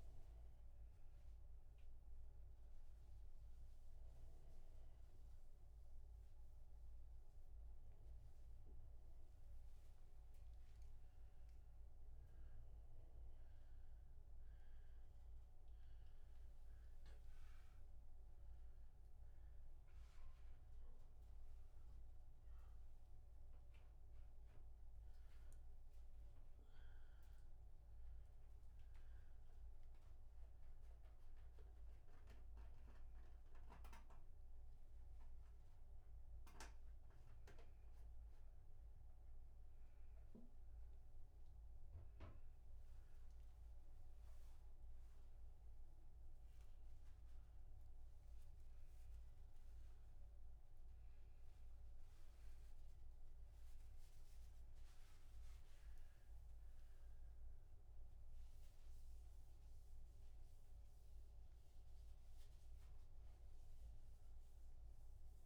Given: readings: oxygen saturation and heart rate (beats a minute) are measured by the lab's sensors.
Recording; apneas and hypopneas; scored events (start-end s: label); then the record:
a person awake in a sleep study, hard to hear, by a room microphone; none
3.50-15.50 s: oxygen desaturation (device-marked, oxygen 97% before, 92% lowest)
From the record:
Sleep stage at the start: awake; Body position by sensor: upright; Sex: male